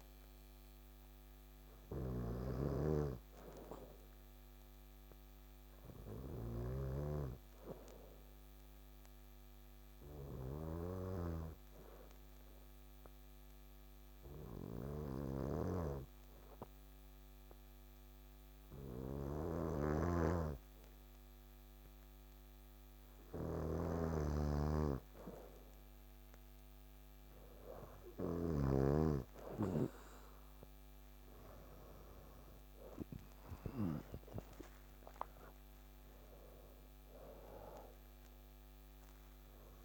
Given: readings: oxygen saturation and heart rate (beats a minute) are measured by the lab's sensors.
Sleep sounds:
breathing in sleep by a microphone on the trachea; 1
0.00-1.00 s: arousal
0.00-28.50 s: snoring (device-marked)
3.00-25.50 s: obstructive apnea (oxygen 98% before, 91% lowest, heart rate 69 before, 66 extreme, up 7 after)
24.50-39.85 s: oxygen desaturation (device-marked, oxygen 96% before, 91% lowest, heart rate 68 before, 65 extreme)
29.50-33.00 s: arousal
From the record:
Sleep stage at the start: N2 (light sleep); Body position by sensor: on the back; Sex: male

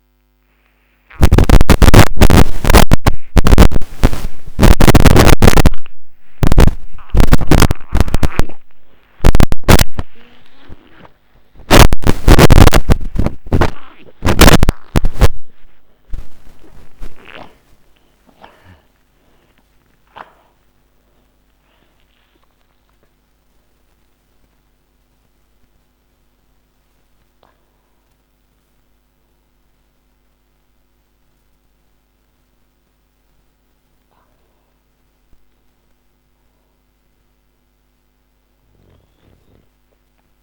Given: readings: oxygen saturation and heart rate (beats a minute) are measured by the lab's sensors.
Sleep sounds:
breathing in sleep by a microphone on the trachea; none
0.00-9.00 s: oxygen desaturation (device-marked, oxygen 86% lowest)
10.00-15.50 s: arousal
28.00-37.00 s: oxygen desaturation (device-marked, oxygen 96% before, 90% lowest, heart rate 77 before, 70 extreme)
From the record:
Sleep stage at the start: N2 (light sleep); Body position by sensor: on the right side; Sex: male

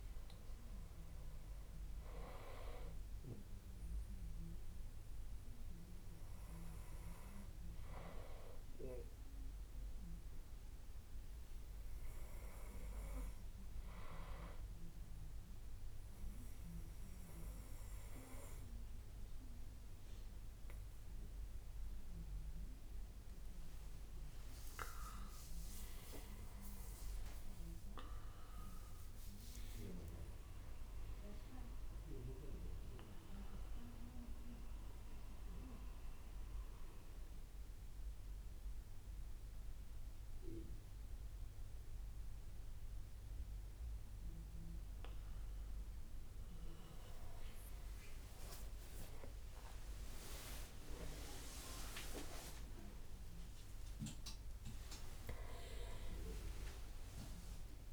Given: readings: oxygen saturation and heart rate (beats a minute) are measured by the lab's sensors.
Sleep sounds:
a person awake in a sleep study, by a room microphone; 1
9.50-23.50 s: hypopnea (oxygen 100% before, 96% lowest, heart rate 76 before, 64 extreme, up 14 after)
46.50-53.50 s: tachycardia (device-marked, heart rate 69 before, 112 extreme)
47.50-49.50 s: long interval between heartbeats (device-marked, heart rate 69 before, 85 extreme)
49.50-57.93 s: drop in pulse transit time (device-marked, heart rate 70 before, 97 extreme)
50.00-52.00 s: long interval between heartbeats (device-marked, heart rate 70 before, 106 extreme)
53.50-55.50 s: long interval between heartbeats (device-marked, heart rate 77 before, 108 extreme)
56.00-57.93 s: long interval between heartbeats (device-marked, heart rate 82 before, 99 extreme)
From the record:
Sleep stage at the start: awake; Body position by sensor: on the back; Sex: male

